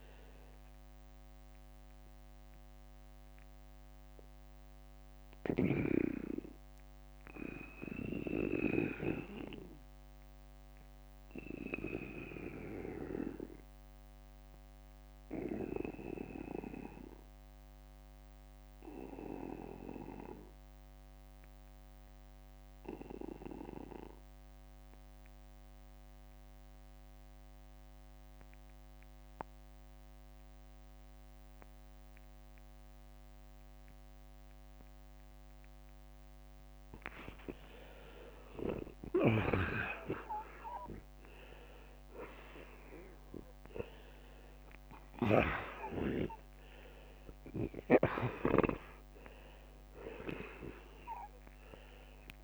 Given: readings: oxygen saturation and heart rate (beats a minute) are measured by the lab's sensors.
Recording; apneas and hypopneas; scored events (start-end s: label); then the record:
breathing in sleep by a microphone on the trachea; 1
1.00-37.00 s: obstructive apnea (oxygen 96% before, 84% lowest, heart rate 63 before, 46 extreme, up 10 after)
3.50-5.50 s: long interval between heartbeats (device-marked, heart rate 63 before, 54 extreme)
5.50-28.50 s: oxygen desaturation (device-marked, oxygen 93% before, 85% lowest, heart rate 63 before, 46 extreme)
37.50-42.50 s: arousal
39.50-52.44 s: oxygen desaturation (device-marked, oxygen 97% before, 91% lowest, heart rate 54 before, 49 extreme)
From the record:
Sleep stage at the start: N2 (light sleep); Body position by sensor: on the back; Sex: male